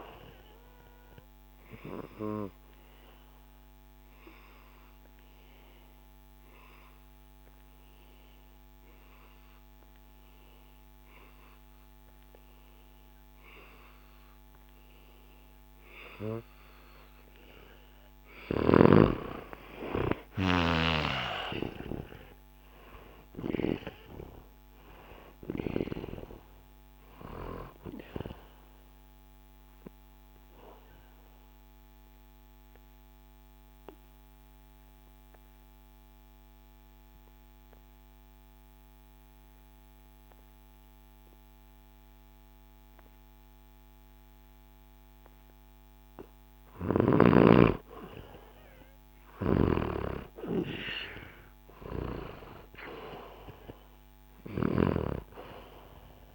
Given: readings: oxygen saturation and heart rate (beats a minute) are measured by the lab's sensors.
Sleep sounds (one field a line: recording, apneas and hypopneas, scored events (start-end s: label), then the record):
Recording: breathing in sleep by a microphone on the trachea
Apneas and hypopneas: 2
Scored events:
2.50-18.00 s: obstructive apnea (oxygen 96% before, 89% lowest, heart rate 69 before, 65 extreme, up 2 after)
10.50-39.50 s: oxygen desaturation (device-marked, oxygen 96% before, 89% lowest, heart rate 67 before, 63 extreme)
18.00-23.50 s: snoring (device-marked)
18.50-23.00 s: arousal
28.00-45.50 s: obstructive apnea (oxygen 96% before, 89% lowest, heart rate 66 before, 63 extreme, up 0 after)
48.50-53.00 s: arousal
From the record:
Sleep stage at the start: N2 (light sleep)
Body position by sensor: on the back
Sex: male